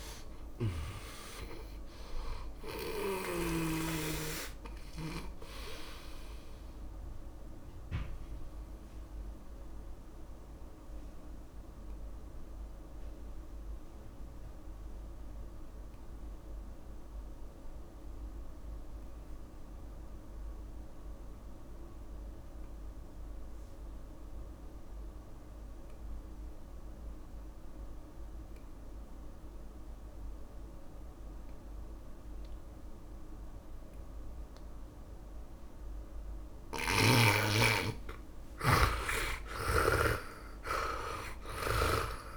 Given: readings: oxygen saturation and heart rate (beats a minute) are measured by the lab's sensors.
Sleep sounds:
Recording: breathing in sleep by a room microphone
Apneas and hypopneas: 1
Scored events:
0.00-22.50 s: oxygen desaturation (device-marked, oxygen 81% lowest, heart rate 52 extreme)
8.00-36.00 s: mixed apnea (oxygen 100% before, 80% lowest, heart rate 63 before, 52 extreme, up 10 after)
33.50-42.37 s: oxygen desaturation (device-marked, oxygen 100% before, 80% lowest, heart rate 61 before, 52 extreme)
38.50-42.37 s: arousal
40.00-42.37 s: snoring (device-marked)
From the record:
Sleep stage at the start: N2 (light sleep)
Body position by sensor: on the back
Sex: male

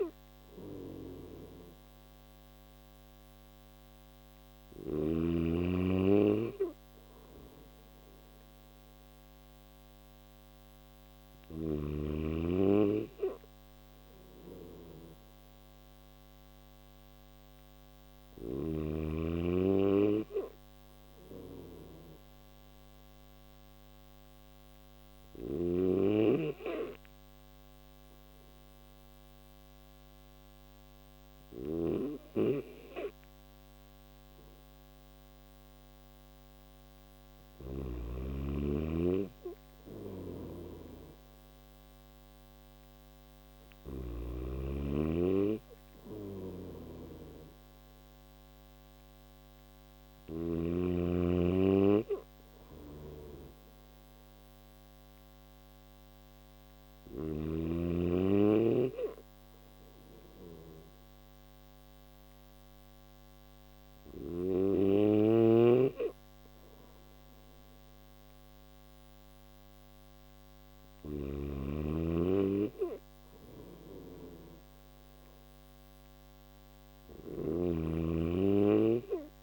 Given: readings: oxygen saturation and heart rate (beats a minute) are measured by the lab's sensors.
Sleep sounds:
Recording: breathing in sleep by a microphone on the trachea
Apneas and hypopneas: none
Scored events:
17.00-24.50 s: snoring (device-marked)
30.50-37.00 s: snoring (device-marked)
39.00-43.00 s: snoring (device-marked)
45.00-49.50 s: snoring (device-marked)
51.50-56.50 s: snoring (device-marked)
70.00-76.50 s: snoring (device-marked)
From the record:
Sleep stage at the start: N3 (deep sleep)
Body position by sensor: on the back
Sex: male

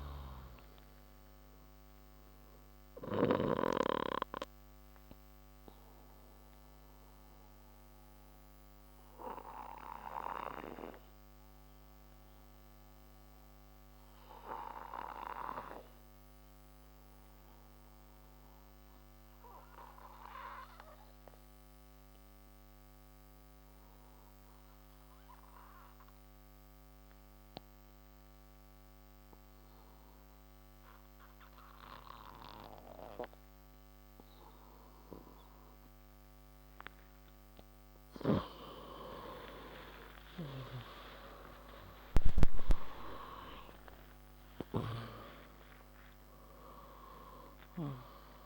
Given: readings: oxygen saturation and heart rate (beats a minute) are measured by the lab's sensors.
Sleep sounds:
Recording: breathing in sleep by a microphone on the trachea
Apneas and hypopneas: 1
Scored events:
0.00-23.50 s: oxygen desaturation (device-marked, oxygen 90% lowest, heart rate 58 extreme)
4.50-37.00 s: obstructive apnea (oxygen 97% before, 88% lowest, heart rate 64 before, 58 extreme, up 48 after)
39.00-44.50 s: arousal
40.50-48.46 s: oxygen desaturation (device-marked, oxygen 96% before, 88% lowest, heart rate 66 before, 56 extreme)
From the record:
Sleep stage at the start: N2 (light sleep)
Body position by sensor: on the left side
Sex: male

